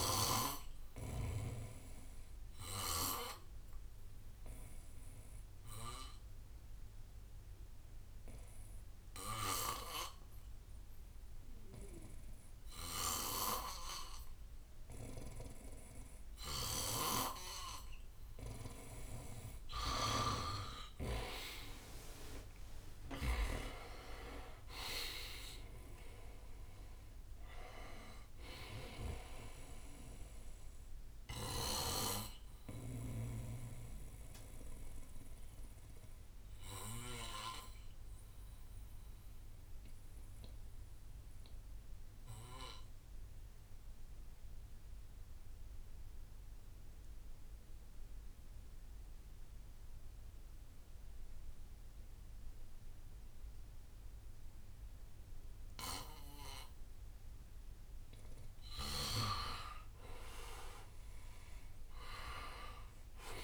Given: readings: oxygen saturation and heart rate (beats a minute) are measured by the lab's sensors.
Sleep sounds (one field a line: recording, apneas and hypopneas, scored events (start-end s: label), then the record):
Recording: breathing in sleep by a room microphone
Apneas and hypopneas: 2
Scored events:
0.00-14.00 s: oxygen desaturation (device-marked, oxygen 87% lowest, heart rate 53 extreme)
4.00-18.00 s: obstructive apnea (oxygen 94% before, 87% lowest, heart rate 66 before, 53 extreme, up 18 after)
16.00-43.00 s: oxygen desaturation (device-marked, oxygen 94% before, 87% lowest, heart rate 67 before, 53 extreme)
21.00-34.00 s: drop in pulse transit time (device-marked, heart rate 69 before, 60 extreme)
21.50-25.50 s: arousal
31.00-43.00 s: bradycardia (device-marked, heart rate 64 before, 53 extreme)
33.00-57.50 s: obstructive apnea (oxygen 94% before, 88% lowest, heart rate 74 before, 54 extreme, up 11 after)
58.00-63.44 s: oxygen desaturation (device-marked, oxygen 100% before, 90% lowest, heart rate 61 before, 57 extreme)
59.00-62.50 s: arousal
From the record:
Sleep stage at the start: N2 (light sleep)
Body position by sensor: on the back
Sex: male